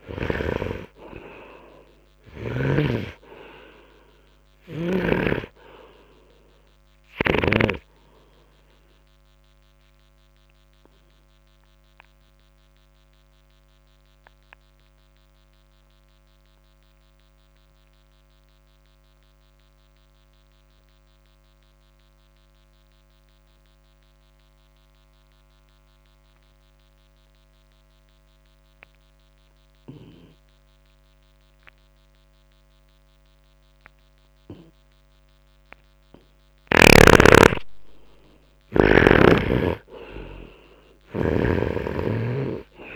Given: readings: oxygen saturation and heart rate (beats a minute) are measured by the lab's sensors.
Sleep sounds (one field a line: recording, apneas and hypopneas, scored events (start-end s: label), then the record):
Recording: breathing in sleep by a microphone on the trachea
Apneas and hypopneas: 1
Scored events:
0.00-2.50 s: snoring (device-marked)
3.00-32.00 s: oxygen desaturation (device-marked, oxygen 92% before, 78% lowest, heart rate 58 before, 57 extreme)
8.50-36.50 s: obstructive apnea (oxygen 96% before, 78% lowest, heart rate 59 before, 57 extreme, up 10 after)
35.50-37.50 s: long interval between heartbeats (device-marked, heart rate 68 before, 69 extreme)
38.50-42.50 s: arousal
41.50-42.96 s: snoring (device-marked)
From the record:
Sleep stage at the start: N2 (light sleep)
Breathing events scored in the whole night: 244 in 3.0 hours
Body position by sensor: on the right side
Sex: male